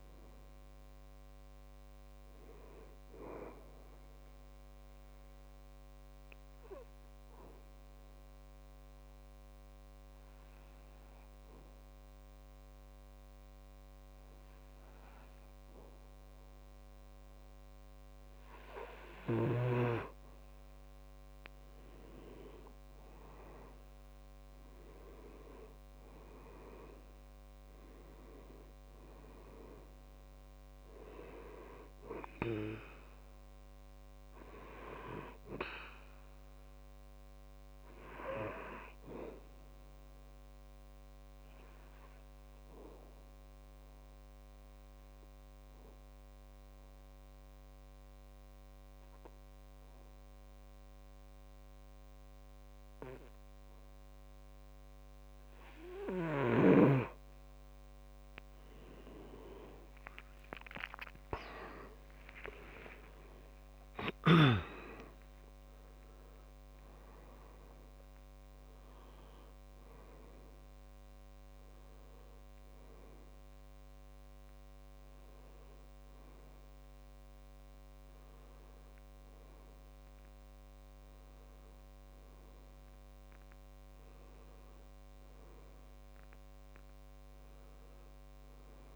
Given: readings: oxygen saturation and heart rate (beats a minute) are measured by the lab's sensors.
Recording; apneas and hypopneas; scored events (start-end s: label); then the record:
breathing in sleep by a microphone on the trachea; 2
0.00-17.00 s: oxygen desaturation (device-marked, oxygen 89% lowest, heart rate 63 extreme)
5.00-19.50 s: obstructive apnea (oxygen 96% before, 90% lowest, heart rate 73 before, 63 extreme, up 7 after)
22.00-25.50 s: arousal
29.00-47.00 s: oxygen desaturation (device-marked, oxygen 99% before, 94% lowest, heart rate 66 before, 64 extreme)
40.00-56.50 s: obstructive apnea (oxygen 99% before, 92% lowest, heart rate 68 before, 64 extreme, up 8 after)
59.00-62.50 s: arousal
62.00-88.96 s: oxygen desaturation (device-marked, oxygen 98% before, 92% lowest, heart rate 65 before, 62 extreme)
From the record:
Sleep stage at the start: N2 (light sleep); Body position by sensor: on the back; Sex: male